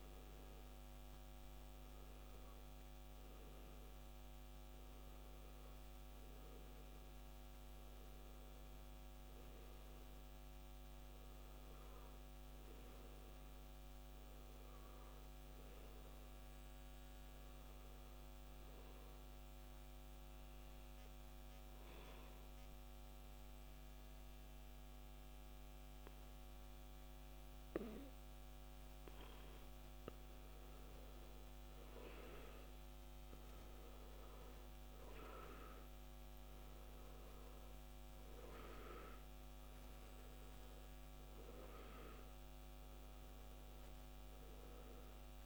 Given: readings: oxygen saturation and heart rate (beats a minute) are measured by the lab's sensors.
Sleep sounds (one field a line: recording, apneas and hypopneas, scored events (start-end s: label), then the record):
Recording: breathing in sleep, hard to hear, by a microphone on the trachea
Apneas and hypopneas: 1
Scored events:
0.00-2.00 s: oxygen desaturation (device-marked, oxygen 96% lowest, heart rate 53 extreme)
8.00-45.46 s: new sleep stage, N2 (light sleep)
22.50-32.50 s: obstructive apnea (oxygen 98% before, 91% lowest, heart rate 62 before, 55 extreme, up 12 after)
34.50-39.00 s: arousal
From the record:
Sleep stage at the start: N1 (lightest sleep)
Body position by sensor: on the back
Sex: male